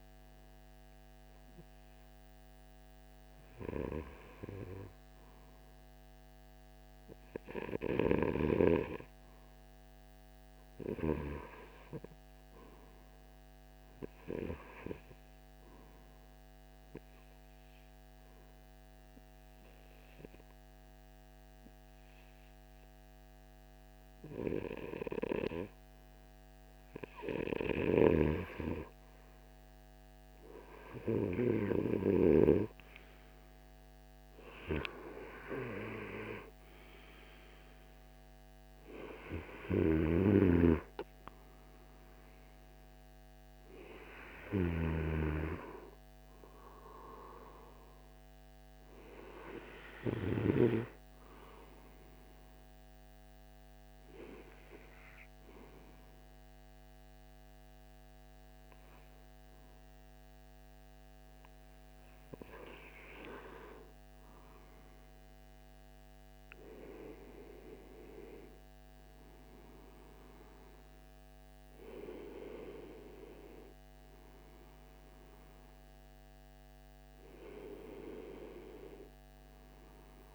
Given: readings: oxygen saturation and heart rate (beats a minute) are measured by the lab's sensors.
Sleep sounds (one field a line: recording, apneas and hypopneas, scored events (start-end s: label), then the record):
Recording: breathing in sleep by a microphone on the trachea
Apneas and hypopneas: 2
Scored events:
16.00-27.50 s: obstructive apnea (oxygen 96% before, 88% lowest)
31.00-36.00 s: arousal
39.00-44.50 s: snoring (device-marked)
46.00-63.00 s: oxygen desaturation (device-marked, oxygen 95% before, 88% lowest)
52.00-63.00 s: hypopnea (oxygen 95% before, 88% lowest)
65.50-70.00 s: arousal
From the record:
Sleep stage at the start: REM sleep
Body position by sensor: on the front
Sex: male